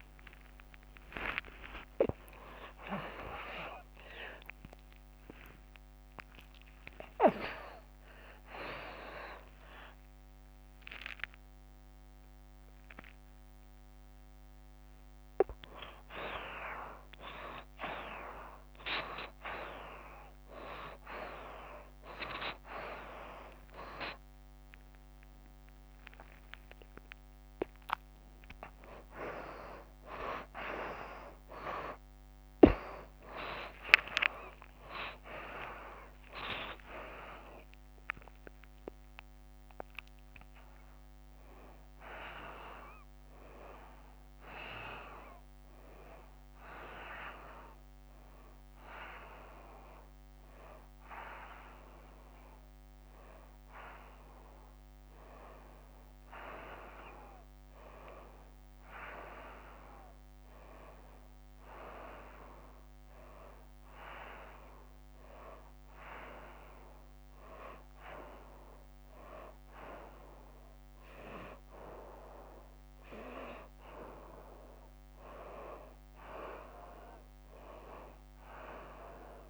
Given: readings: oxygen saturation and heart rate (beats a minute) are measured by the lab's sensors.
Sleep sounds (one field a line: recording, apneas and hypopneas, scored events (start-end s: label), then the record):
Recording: a person partly awake in a sleep study, by a microphone on the trachea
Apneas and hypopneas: none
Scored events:
0.00-1.50 s: oxygen desaturation (device-marked, oxygen 86% lowest, heart rate 94 extreme)
26.50-33.50 s: oxygen desaturation (device-marked, oxygen 97% before, 94% lowest, heart rate 118 before, 92 extreme)
36.50-66.50 s: new sleep stage, N1 (lightest sleep)
66.50-79.50 s: new sleep stage, N2 (light sleep)
From the record:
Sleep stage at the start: awake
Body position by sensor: on the back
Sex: female